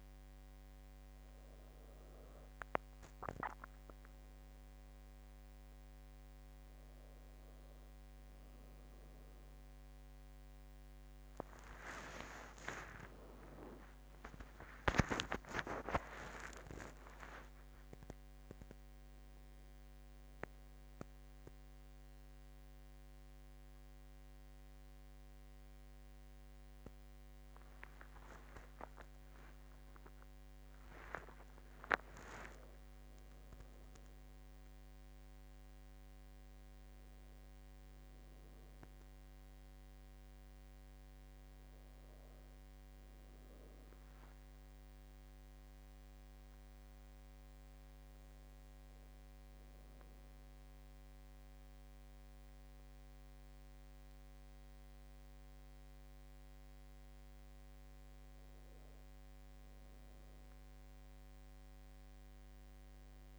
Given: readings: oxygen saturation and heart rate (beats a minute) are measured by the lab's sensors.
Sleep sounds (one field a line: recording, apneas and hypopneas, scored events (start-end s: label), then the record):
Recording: a person awake in a sleep study, by a microphone on the trachea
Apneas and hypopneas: none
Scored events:
21.50-63.39 s: new sleep stage, awake
From the record:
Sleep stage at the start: N2 (light sleep)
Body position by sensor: on the back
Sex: female